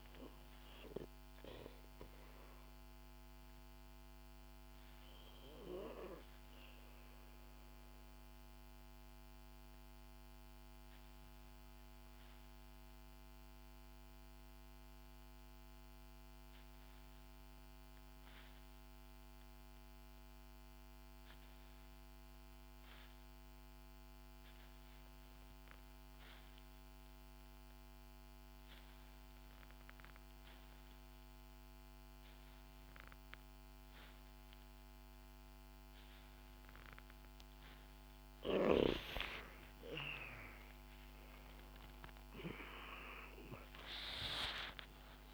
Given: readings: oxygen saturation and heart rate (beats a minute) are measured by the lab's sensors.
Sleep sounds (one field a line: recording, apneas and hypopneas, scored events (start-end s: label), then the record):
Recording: breathing in sleep by a microphone on the trachea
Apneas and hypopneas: 1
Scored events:
0.00-13.50 s: oxygen desaturation (device-marked, oxygen 78% lowest, heart rate 63 extreme)
7.50-38.00 s: obstructive apnea (oxygen 89% before, 78% lowest, heart rate 70 before, 58 extreme, up 6 after)
33.50-45.33 s: oxygen desaturation (device-marked, oxygen 97% before, 84% lowest, heart rate 64 before, 57 extreme)
39.50-44.50 s: arousal
From the record:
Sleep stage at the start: N2 (light sleep)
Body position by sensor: on the back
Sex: female